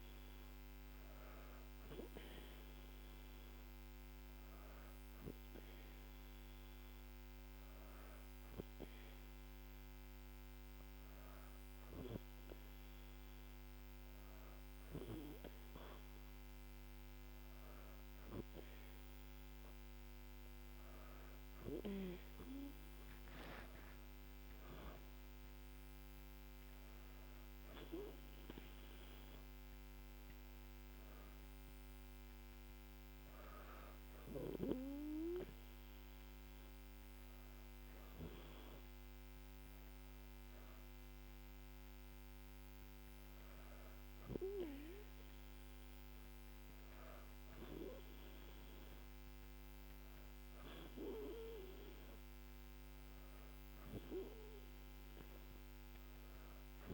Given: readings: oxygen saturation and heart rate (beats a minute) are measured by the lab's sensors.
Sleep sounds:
breathing in sleep by a microphone on the trachea; none
none scored
From the record:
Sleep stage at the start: N2 (light sleep); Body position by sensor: on the back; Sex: female

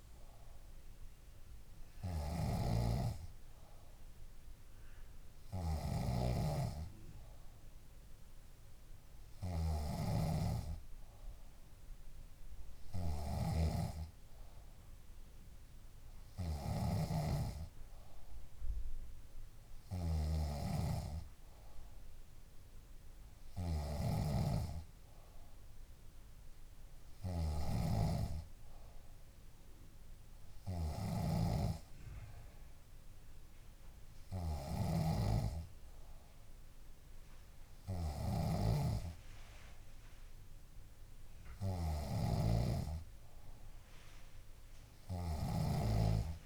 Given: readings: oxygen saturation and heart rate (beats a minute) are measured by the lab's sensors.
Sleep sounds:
breathing in sleep by a room microphone; none
0.00-46.46 s: snoring (device-marked)
From the record:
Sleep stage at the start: N3 (deep sleep); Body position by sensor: on the back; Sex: female

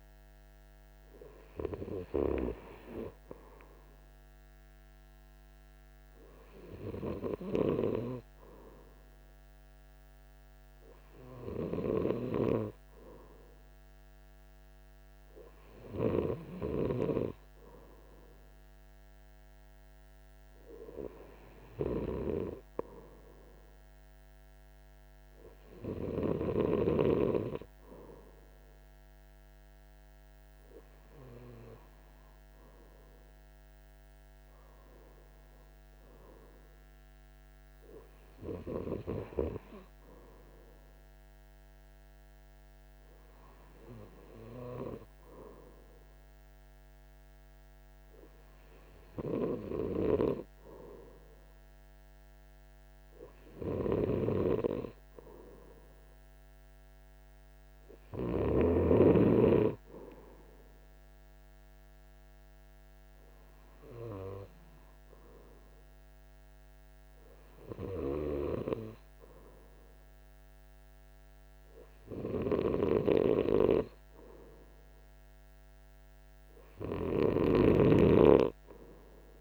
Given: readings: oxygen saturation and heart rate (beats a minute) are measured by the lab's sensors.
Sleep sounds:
breathing in sleep by a microphone on the trachea; none
none scored
From the record:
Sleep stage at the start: N2 (light sleep); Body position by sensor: on the right side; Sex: male

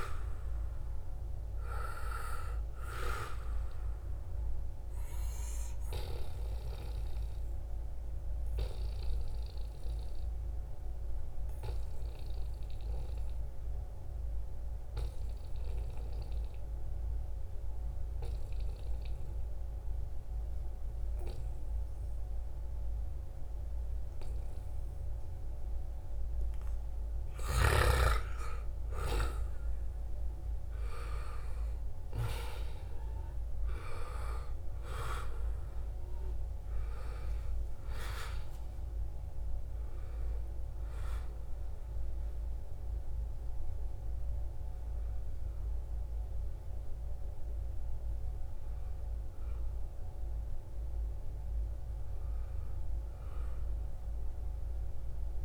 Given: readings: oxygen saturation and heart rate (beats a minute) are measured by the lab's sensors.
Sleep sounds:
breathing in sleep by a room microphone; 1
0.00-1.50 s: arousal
0.00-15.00 s: oxygen desaturation (device-marked, oxygen 93% lowest, heart rate 72 extreme)
4.50-27.00 s: obstructive apnea (oxygen 97% before, 90% lowest, heart rate 78 before, 72 extreme, up 2 after)
28.00-53.00 s: oxygen desaturation (device-marked, oxygen 96% before, 90% lowest, heart rate 75 before, 74 extreme)
28.50-33.00 s: arousal
From the record:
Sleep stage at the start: N2 (light sleep); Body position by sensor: on the right side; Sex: male

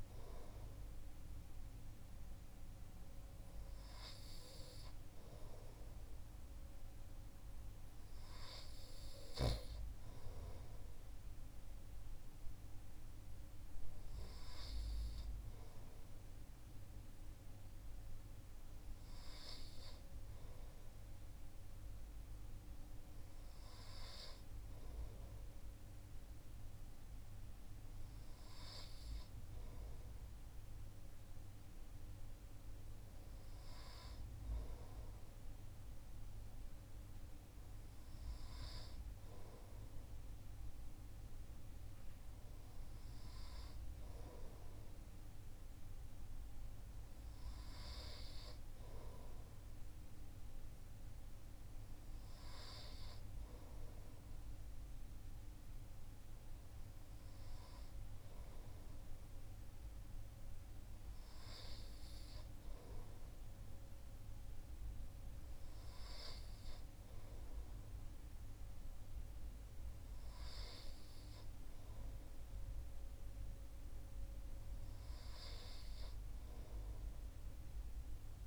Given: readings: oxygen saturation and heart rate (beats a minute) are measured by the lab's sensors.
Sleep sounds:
breathing in sleep, hard to hear, by a room microphone; none
none scored
From the record:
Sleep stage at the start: N2 (light sleep); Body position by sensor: on the right side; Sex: male

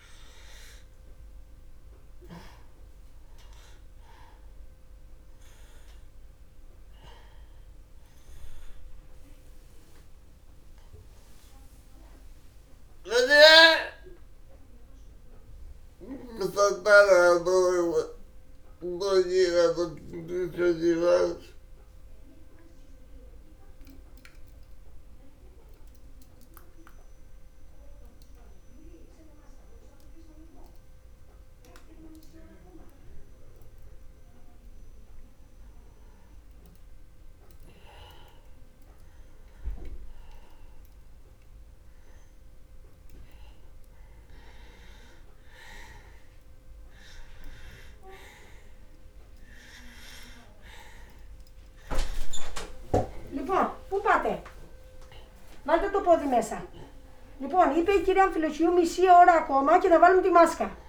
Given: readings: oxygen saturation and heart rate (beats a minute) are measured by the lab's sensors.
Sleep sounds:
a person partly awake in a sleep study, by a room microphone; 1
0.00-21.00 s: oxygen desaturation (device-marked, oxygen 86% lowest, heart rate 60 extreme)
13.50-37.00 s: obstructive apnea (oxygen 97% before, 87% lowest, heart rate 64 before, 60 extreme, up 1 after)
14.00-17.50 s: snoring (device-marked)
44.00-60.89 s: new sleep stage, awake
53.00-60.89 s: oxygen desaturation (device-marked, oxygen 97% before, 89% lowest, heart rate 60 before, 60 extreme)
From the record:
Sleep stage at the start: N2 (light sleep); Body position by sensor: on the back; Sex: male

